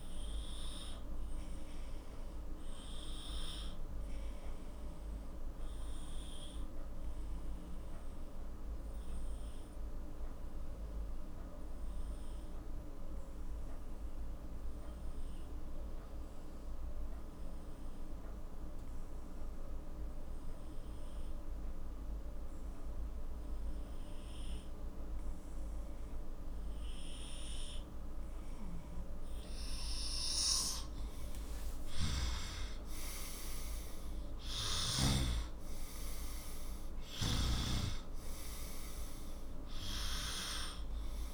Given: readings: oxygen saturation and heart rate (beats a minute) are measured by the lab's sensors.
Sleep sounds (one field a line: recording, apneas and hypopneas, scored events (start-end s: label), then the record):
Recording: breathing in sleep by a room microphone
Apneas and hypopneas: 1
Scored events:
0.00-5.00 s: oxygen desaturation (device-marked, oxygen 92% lowest, heart rate 43 extreme)
1.00-31.50 s: obstructive apnea (oxygen 98% before, 92% lowest, heart rate 53 before, 43 extreme, up 14 after)
28.00-41.34 s: oxygen desaturation (device-marked, oxygen 97% before, 93% lowest, heart rate 45 before, 44 extreme)
32.00-35.50 s: snoring (device-marked)
From the record:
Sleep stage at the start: N2 (light sleep)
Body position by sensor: on the left side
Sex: male